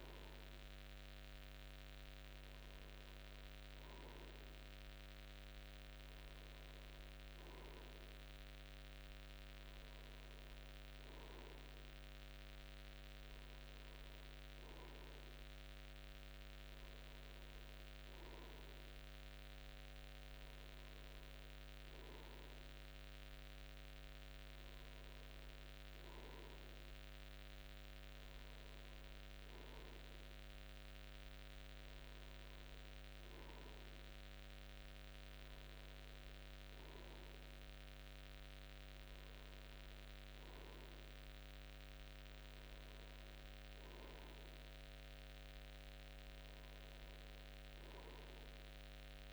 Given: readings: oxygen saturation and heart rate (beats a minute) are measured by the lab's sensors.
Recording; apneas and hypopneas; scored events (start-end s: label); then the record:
breathing in sleep, hard to hear, by a microphone on the trachea; none
none scored
From the record:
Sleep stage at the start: N3 (deep sleep); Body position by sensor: on the front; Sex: male